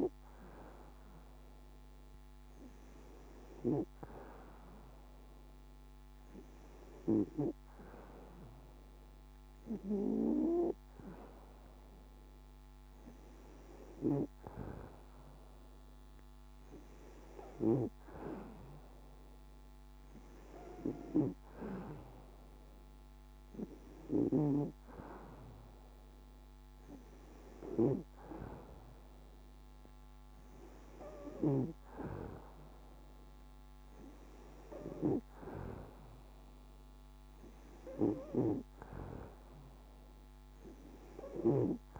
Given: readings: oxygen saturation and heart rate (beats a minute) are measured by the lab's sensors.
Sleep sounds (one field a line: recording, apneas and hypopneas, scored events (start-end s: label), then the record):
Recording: breathing in sleep by a microphone on the trachea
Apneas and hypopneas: none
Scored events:
none scored
From the record:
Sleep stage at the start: N2 (light sleep)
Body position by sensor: on the back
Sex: female